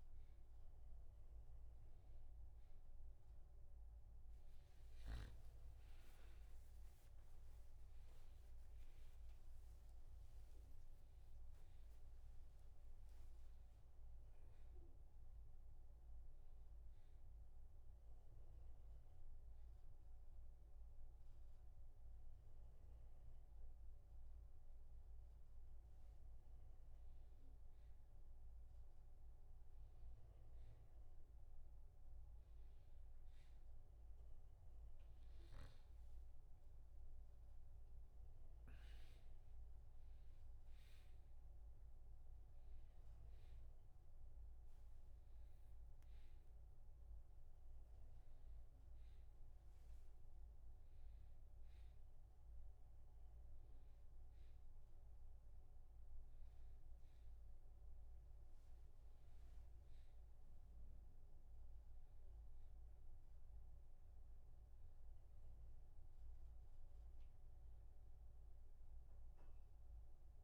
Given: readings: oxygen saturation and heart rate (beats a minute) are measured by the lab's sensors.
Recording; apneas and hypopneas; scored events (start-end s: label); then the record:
a person awake in a sleep study, hard to hear, by a room microphone; none
40.50-56.50 s: oxygen desaturation (device-marked, oxygen 96% before, 93% lowest)
From the record:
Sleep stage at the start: awake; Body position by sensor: on the back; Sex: male